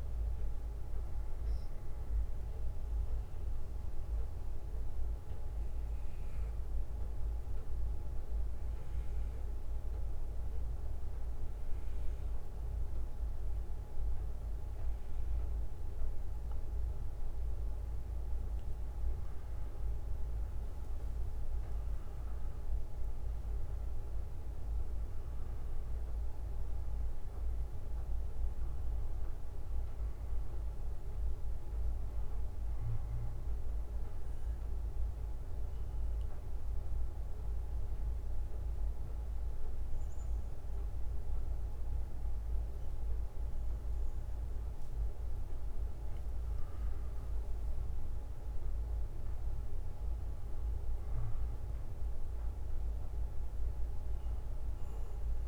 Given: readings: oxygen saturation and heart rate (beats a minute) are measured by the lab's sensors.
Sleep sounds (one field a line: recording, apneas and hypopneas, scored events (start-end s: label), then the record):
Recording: breathing in sleep, hard to hear, by a room microphone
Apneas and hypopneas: 2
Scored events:
1.50-9.50 s: bradycardia (device-marked, heart rate 61 before, 49 extreme)
3.50-18.00 s: central apnea (oxygen 97% before, 93% lowest, heart rate 72 before, 50 extreme, up 16 after)
7.50-19.50 s: oxygen desaturation (device-marked, oxygen 96% before, 93% lowest, heart rate 69 before, 50 extreme)
11.50-18.50 s: bradycardia (device-marked, heart rate 61 before, 54 extreme)
22.50-26.50 s: arousal
31.50-43.50 s: bradycardia (device-marked, heart rate 61 before, 50 extreme)
33.00-46.00 s: obstructive apnea (oxygen 98% before, 91% lowest, heart rate 63 before, 48 extreme, up 17 after)
49.00-53.00 s: arousal
50.50-55.48 s: bradycardia (device-marked, heart rate 61 before, 48 extreme)
From the record:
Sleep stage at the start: N2 (light sleep)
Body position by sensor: on the back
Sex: male